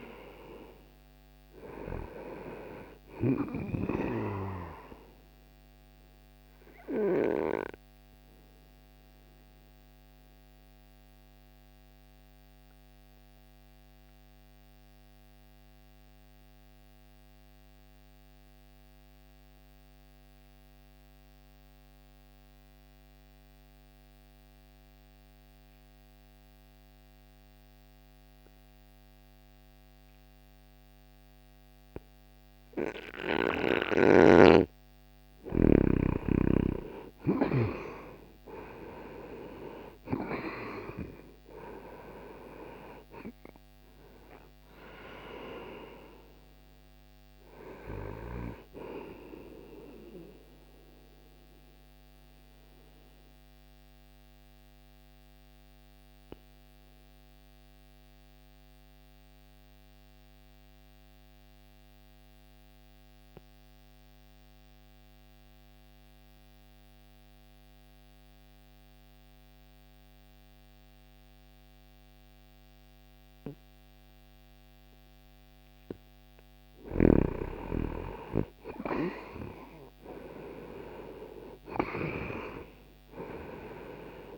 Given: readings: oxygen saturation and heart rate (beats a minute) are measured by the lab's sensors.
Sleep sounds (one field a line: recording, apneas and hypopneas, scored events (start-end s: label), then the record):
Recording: breathing in sleep by a microphone on the trachea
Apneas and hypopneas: 2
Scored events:
0.00-24.00 s: oxygen desaturation (device-marked, oxygen 82% lowest)
7.00-34.00 s: obstructive apnea (oxygen 98% before, 82% lowest)
35.00-39.50 s: arousal
39.00-71.00 s: oxygen desaturation (device-marked, oxygen 98% before, 82% lowest)
50.00-75.00 s: mixed apnea (oxygen 98% before, 82% lowest)
77.50-81.00 s: arousal
79.00-84.38 s: oxygen desaturation (device-marked, oxygen 99% before, 83% lowest)
From the record:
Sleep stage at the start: N2 (light sleep)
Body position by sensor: on the back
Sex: male